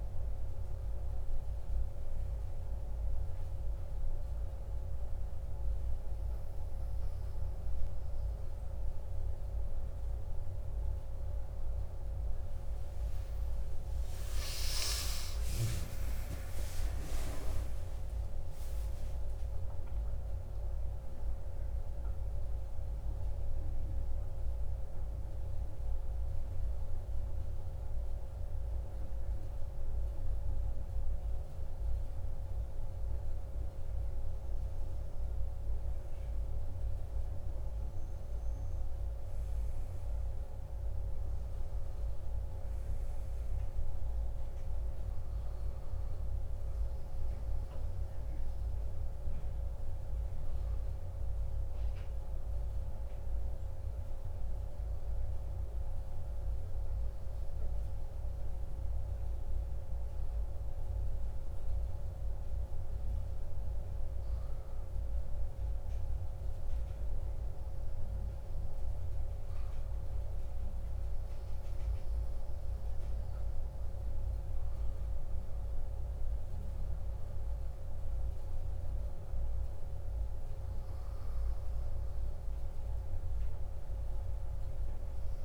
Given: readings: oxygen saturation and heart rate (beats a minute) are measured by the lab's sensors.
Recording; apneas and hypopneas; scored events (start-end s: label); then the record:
breathing in sleep, hard to hear, by a room microphone; 2
13.00-19.00 s: arousal
21.00-33.50 s: central apnea (oxygen 97% before, 97% lowest, heart rate 58 before, 51 extreme)
35.50-39.50 s: arousal
57.00-68.50 s: obstructive apnea (oxygen 100% before, 96% lowest, heart rate 53 before, 50 extreme, up 2 after)
72.50-85.45 s: new sleep stage, awake
From the record:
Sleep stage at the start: N1 (lightest sleep); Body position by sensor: on the back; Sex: male